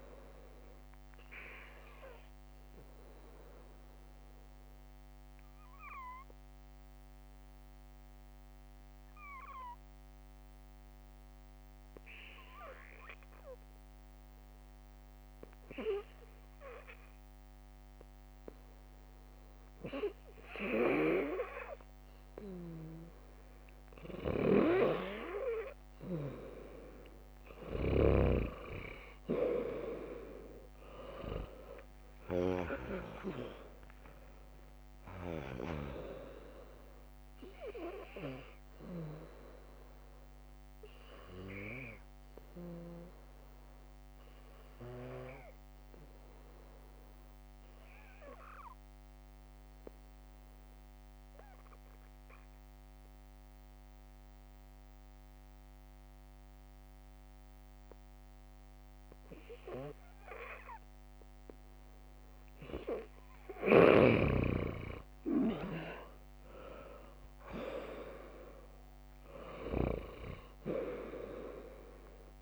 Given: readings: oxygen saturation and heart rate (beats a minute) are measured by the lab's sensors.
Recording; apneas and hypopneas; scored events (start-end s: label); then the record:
breathing in sleep by a microphone on the trachea; 2
0.00-7.50 s: drop in pulse transit time (device-marked, heart rate 67 extreme)
2.50-12.50 s: oxygen desaturation (device-marked, oxygen 99% before, 96% lowest, heart rate 70 before, 57 extreme)
3.50-17.00 s: hypopnea (oxygen 99% before, 96% lowest, heart rate 70 before, 57 extreme, up 2 after)
12.50-27.50 s: bradycardia (device-marked, heart rate 69 before, 57 extreme)
19.50-23.50 s: arousal
27.50-56.50 s: oxygen desaturation (device-marked, oxygen 100% before, 96% lowest, heart rate 64 before, 57 extreme)
32.50-46.50 s: drop in pulse transit time (device-marked, heart rate 60 before, 69 extreme)
51.00-63.00 s: mixed apnea (oxygen 100% before, 96% lowest, heart rate 80 before, 57 extreme, up 4 after)
56.50-66.50 s: bradycardia (device-marked, heart rate 69 before, 57 extreme)
65.50-69.50 s: arousal
From the record:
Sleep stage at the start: N2 (light sleep); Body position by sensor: on the left side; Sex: female